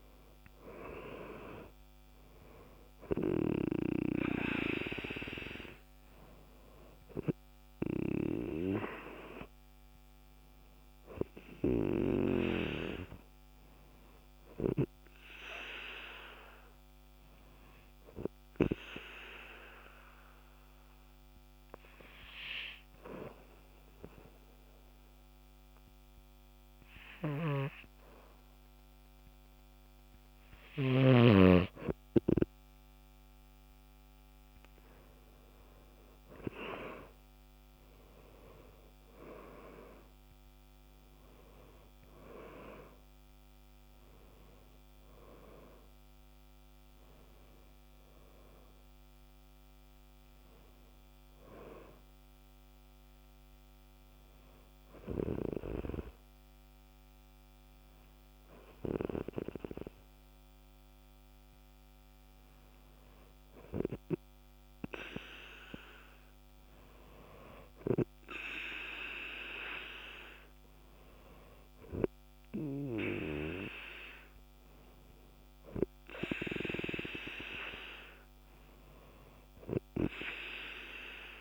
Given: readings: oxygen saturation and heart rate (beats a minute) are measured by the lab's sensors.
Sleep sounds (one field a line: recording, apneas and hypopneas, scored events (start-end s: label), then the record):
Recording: breathing in sleep by a microphone on the trachea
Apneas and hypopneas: 2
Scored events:
17.50-29.50 s: oxygen desaturation (device-marked, oxygen 95% before, 91% lowest, heart rate 56 before, 50 extreme)
18.50-32.00 s: obstructive apnea (oxygen 97% before, 91% lowest, heart rate 56 before, 50 extreme, up 12 after)
36.50-40.50 s: arousal
54.00-65.00 s: hypopnea (oxygen 97% before, 92% lowest, heart rate 61 before, 50 extreme, up 3 after)
65.50-72.50 s: oxygen desaturation (device-marked, oxygen 96% before, 92% lowest, heart rate 57 before, 50 extreme)
71.00-74.50 s: arousal
From the record:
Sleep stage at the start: N2 (light sleep)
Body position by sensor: on the back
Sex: male